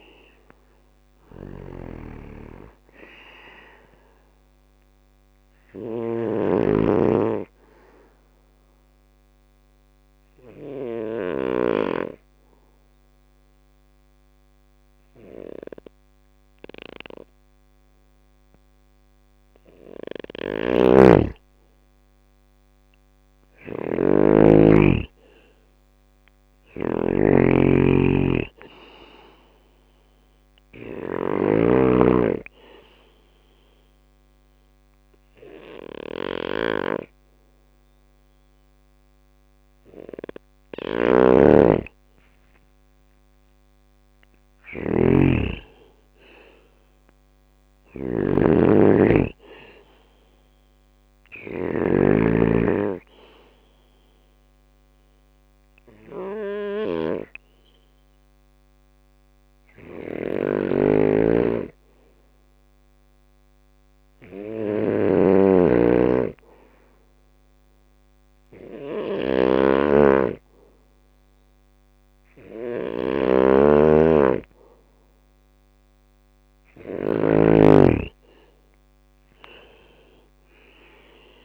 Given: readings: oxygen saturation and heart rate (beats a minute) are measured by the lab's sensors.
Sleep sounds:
breathing in sleep by a microphone on the trachea; 3
0.00-7.50 s: drop in pulse transit time (device-marked, heart rate 67 extreme)
0.00-16.50 s: oxygen desaturation (device-marked, oxygen 92% lowest, heart rate 65 extreme)
0.50-10.50 s: snoring (device-marked)
5.50-18.50 s: obstructive apnea (oxygen 97% before, 91% lowest, heart rate 70 before, 65 extreme, up 3 after)
19.50-76.50 s: snoring (device-marked)
21.00-24.00 s: arousal
22.50-32.50 s: drop in pulse transit time (device-marked, heart rate 68 before, 67 extreme)
28.50-46.50 s: oxygen desaturation (device-marked, oxygen 97% before, 91% lowest, heart rate 68 before, 63 extreme)
32.00-42.00 s: obstructive apnea (oxygen 97% before, 91% lowest, heart rate 68 before, 63 extreme, up 7 after)
43.50-54.50 s: drop in pulse transit time (device-marked, heart rate 67 before, 65 extreme)
45.00-49.00 s: arousal
54.50-74.50 s: hypopnea (oxygen 96% before, 91% lowest, heart rate 68 before, 64 extreme, up 10 after)
74.50-81.45 s: oxygen desaturation (device-marked, oxygen 96% before, 91% lowest, heart rate 66 before, 62 extreme)
79.50-81.45 s: arousal
79.50-81.45 s: drop in pulse transit time (device-marked, heart rate 66 before, 69 extreme)
From the record:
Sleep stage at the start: N2 (light sleep); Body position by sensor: on the back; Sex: male

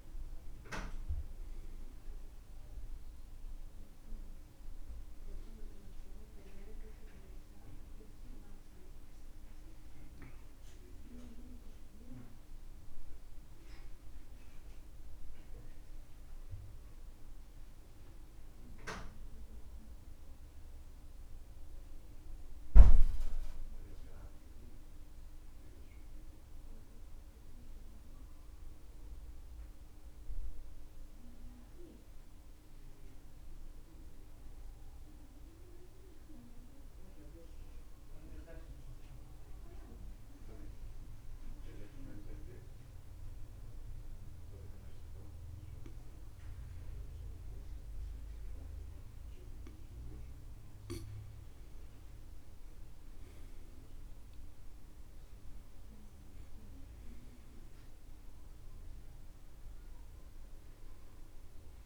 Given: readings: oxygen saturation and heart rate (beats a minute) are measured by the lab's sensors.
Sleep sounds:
breathing in sleep by a room microphone; 1
0.00-31.50 s: oxygen desaturation (device-marked, oxygen 85% lowest, heart rate 60 extreme)
3.50-61.86 s: new sleep stage, REM sleep
30.50-51.00 s: mixed apnea (oxygen 91% before, 90% lowest, heart rate 67 before, 60 extreme, up 11 after)
53.50-57.00 s: arousal
54.50-61.86 s: oxygen desaturation (device-marked, oxygen 98% before, 90% lowest, heart rate 62 before, 61 extreme)
From the record:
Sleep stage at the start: N2 (light sleep); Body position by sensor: on the back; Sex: male

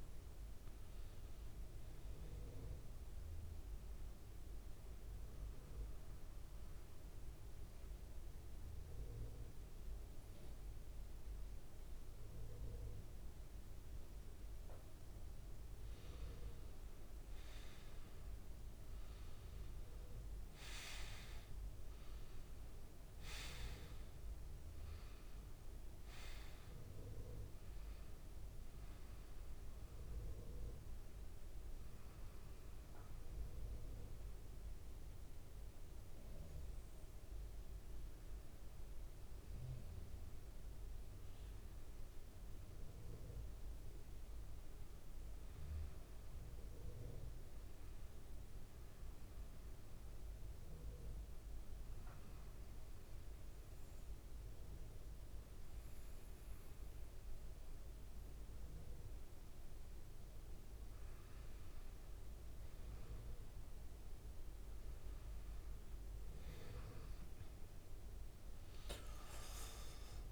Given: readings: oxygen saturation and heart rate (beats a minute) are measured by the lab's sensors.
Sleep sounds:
breathing in sleep, hard to hear, by a room microphone; 3
4.00-15.00 s: central apnea (oxygen 98% before, 89% lowest, heart rate 86 before, 71 extreme, up 3 after)
16.50-20.00 s: arousal
27.00-45.00 s: oxygen desaturation (device-marked, oxygen 96% before, 89% lowest, heart rate 75 before, 70 extreme)
28.50-39.00 s: hypopnea (oxygen 98% before, 89% lowest, heart rate 75 before, 70 extreme, up 3 after)
42.00-45.50 s: arousal
50.50-60.50 s: central apnea (oxygen 97% before, 91% lowest, heart rate 75 before, 70 extreme, up 3 after)
From the record:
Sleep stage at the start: N1 (lightest sleep); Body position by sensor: on the back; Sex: male

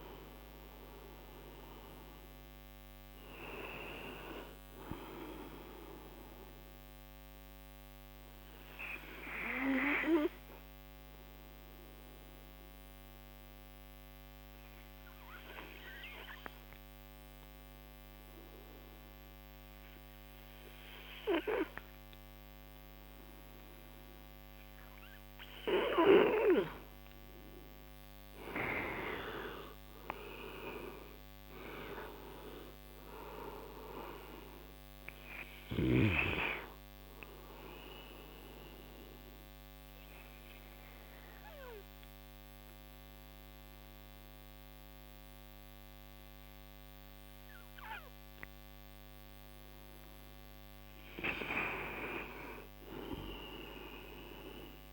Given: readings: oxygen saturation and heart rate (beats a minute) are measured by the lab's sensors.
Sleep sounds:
breathing in sleep by a microphone on the trachea; 2
0.00-2.00 s: arousal
0.00-20.50 s: oxygen desaturation (device-marked, oxygen 86% lowest)
8.50-25.00 s: obstructive apnea (oxygen 95% before, 86% lowest)
28.00-31.00 s: arousal
28.50-47.50 s: oxygen desaturation (device-marked, oxygen 98% before, 86% lowest)
38.50-49.50 s: obstructive apnea (oxygen 98% before, 86% lowest)
51.00-54.00 s: arousal
From the record:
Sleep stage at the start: N2 (light sleep); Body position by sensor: on the right side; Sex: male

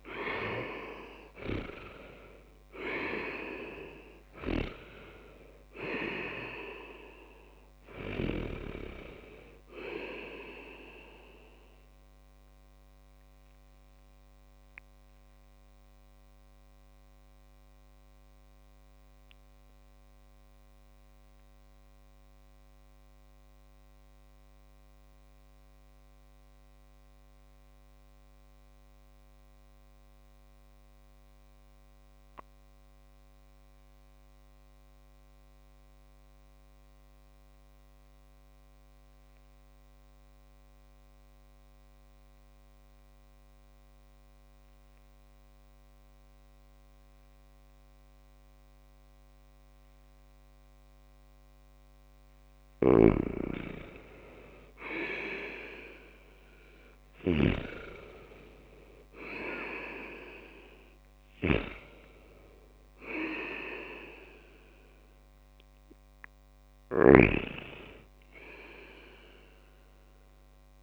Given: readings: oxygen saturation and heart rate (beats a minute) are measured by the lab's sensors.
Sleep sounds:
breathing in sleep by a microphone on the trachea; 1
0.00-1.00 s: arousal
0.00-19.00 s: oxygen desaturation (device-marked, oxygen 89% lowest)
12.50-50.50 s: obstructive apnea (oxygen 97% before, 90% lowest)
52.50-55.50 s: arousal
52.50-57.00 s: snoring (device-marked)
53.00-68.00 s: oxygen desaturation (device-marked, oxygen 99% before, 94% lowest)
From the record:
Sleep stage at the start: REM sleep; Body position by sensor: on the back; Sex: male

